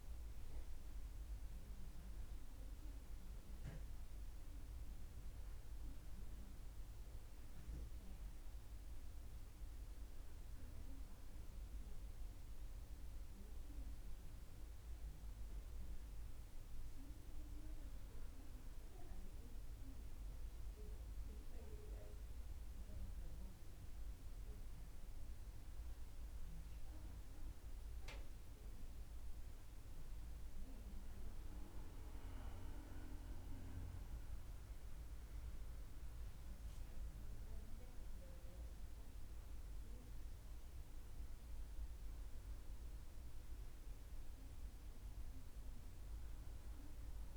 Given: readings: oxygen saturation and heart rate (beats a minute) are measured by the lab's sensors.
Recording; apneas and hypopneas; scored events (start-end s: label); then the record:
breathing in sleep, hard to hear, by a room microphone; none
none scored
From the record:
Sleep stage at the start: N1 (lightest sleep); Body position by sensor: on the back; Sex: female